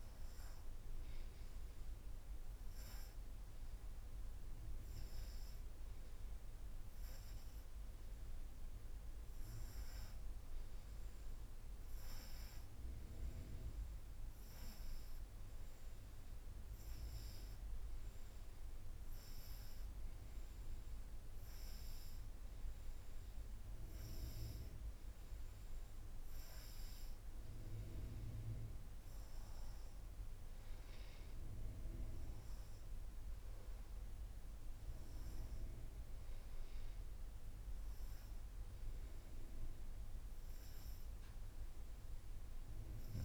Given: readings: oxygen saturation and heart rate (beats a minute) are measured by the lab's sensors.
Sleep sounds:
breathing in sleep, hard to hear, by a room microphone; none
0.00-3.00 s: oxygen desaturation (device-marked, oxygen 91% lowest, heart rate 83 extreme)
From the record:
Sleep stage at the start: N2 (light sleep); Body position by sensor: upright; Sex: female

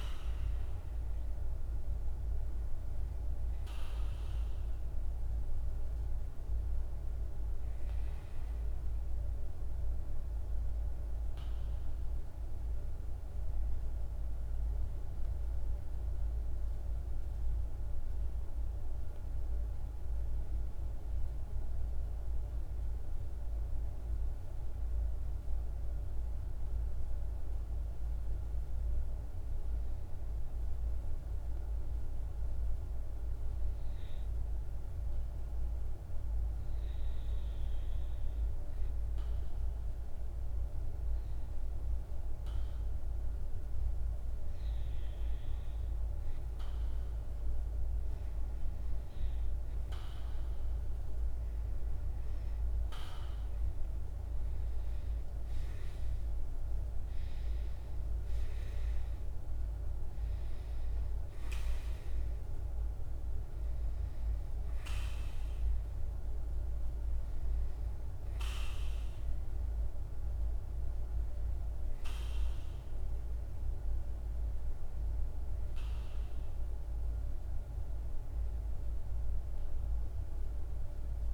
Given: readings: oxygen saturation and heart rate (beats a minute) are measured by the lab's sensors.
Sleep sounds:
breathing in sleep, hard to hear, by a room microphone; 1
14.50-38.00 s: obstructive apnea (oxygen 98% before, 91% lowest, heart rate 50 before, 50 extreme, up 0 after)
30.50-59.50 s: oxygen desaturation (device-marked, oxygen 98% before, 91% lowest, heart rate 50 before, 50 extreme)
42.00-45.50 s: arousal
From the record:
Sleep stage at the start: REM sleep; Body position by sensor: on the back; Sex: male

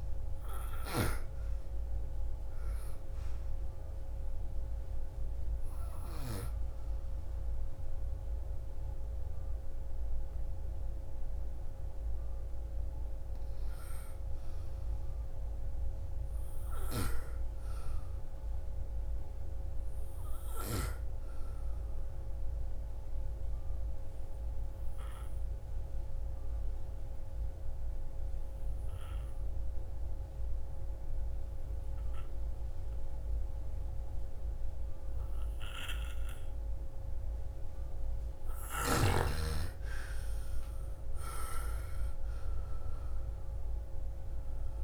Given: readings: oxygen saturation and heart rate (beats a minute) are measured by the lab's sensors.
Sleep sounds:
breathing in sleep by a room microphone; 2
0.00-12.00 s: oxygen desaturation (device-marked, oxygen 84% lowest, heart rate 49 extreme)
3.50-14.00 s: hypopnea (oxygen 98% before, 84% lowest, heart rate 56 before, 54 extreme, up 7 after)
15.50-19.50 s: arousal
23.00-38.00 s: obstructive apnea (oxygen 98% before, 86% lowest, heart rate 60 before, 55 extreme, up 13 after)
38.00-44.84 s: oxygen desaturation (device-marked, oxygen 96% before, 86% lowest, heart rate 58 before, 58 extreme)
From the record:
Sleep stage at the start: N2 (light sleep); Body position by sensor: on the right side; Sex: female

